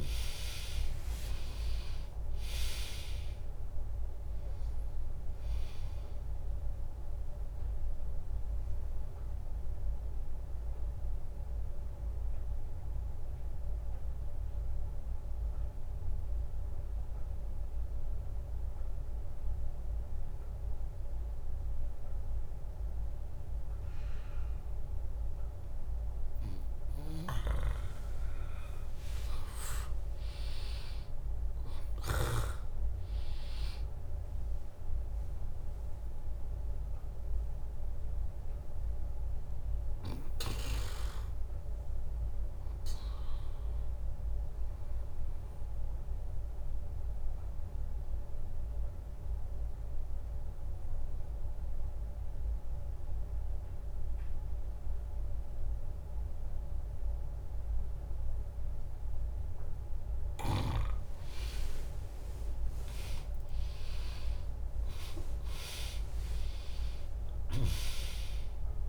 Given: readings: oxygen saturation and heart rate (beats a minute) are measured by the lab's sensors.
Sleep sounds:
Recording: breathing in sleep by a room microphone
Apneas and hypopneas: 2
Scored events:
0.00-1.50 s: arousal
0.00-12.00 s: drop in pulse transit time (device-marked, heart rate 70 before, 72 extreme)
7.50-26.00 s: obstructive apnea (oxygen 100% before, 96% lowest, heart rate 70 before, 59 extreme)
28.50-33.50 s: arousal
32.00-45.00 s: drop in pulse transit time (device-marked, heart rate 73 before, 63 extreme)
33.00-53.00 s: oxygen desaturation (device-marked, oxygen 100% before, 96% lowest, heart rate 72 before, 59 extreme)
42.50-60.00 s: obstructive apnea (oxygen 100% before, 96% lowest, heart rate 68 before, 59 extreme, up 13 after)
61.50-67.50 s: arousal
64.00-68.89 s: drop in pulse transit time (device-marked, heart rate 72 before, 66 extreme)
From the record:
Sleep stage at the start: N2 (light sleep)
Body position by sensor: on the back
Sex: female

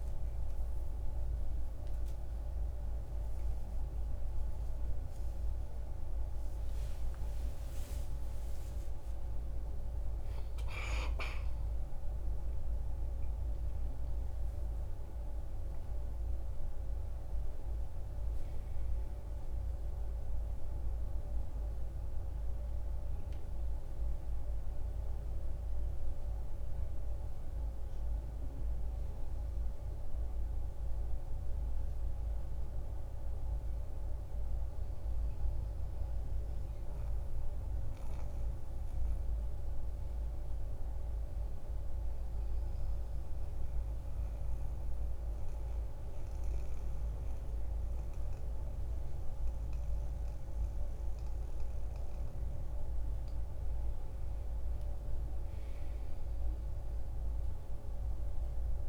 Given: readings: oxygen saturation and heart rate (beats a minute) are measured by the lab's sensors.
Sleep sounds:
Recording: a person partly awake in a sleep study, hard to hear, by a room microphone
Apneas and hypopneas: 1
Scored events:
0.00-11.00 s: oxygen desaturation (device-marked, oxygen 82% lowest, heart rate 62 extreme)
12.00-42.00 s: new sleep stage, N1 (lightest sleep)
42.00-53.50 s: central apnea (oxygen 98% before, 88% lowest, heart rate 66 before, 62 extreme, up 3 after)
42.00-58.89 s: new sleep stage, N2 (light sleep)
51.00-58.89 s: oxygen desaturation (device-marked, oxygen 97% before, 91% lowest, heart rate 64 before, 62 extreme)
55.00-58.89 s: arousal
From the record:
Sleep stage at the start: awake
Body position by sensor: on the back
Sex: male

